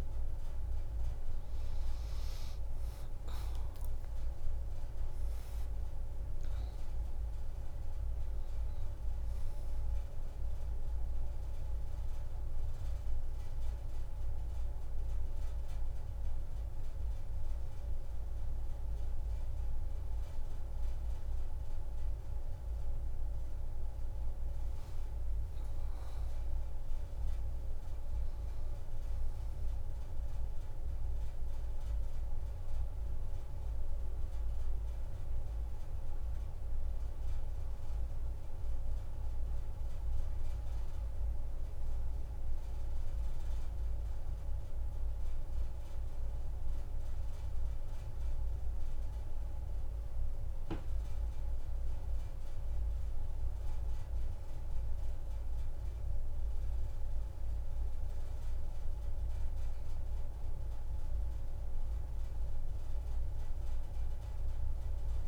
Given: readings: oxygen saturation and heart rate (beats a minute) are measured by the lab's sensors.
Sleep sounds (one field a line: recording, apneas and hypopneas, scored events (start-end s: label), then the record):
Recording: a person awake in a sleep study, hard to hear, by a room microphone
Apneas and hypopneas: none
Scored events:
none scored
From the record:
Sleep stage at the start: awake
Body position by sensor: on the back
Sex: female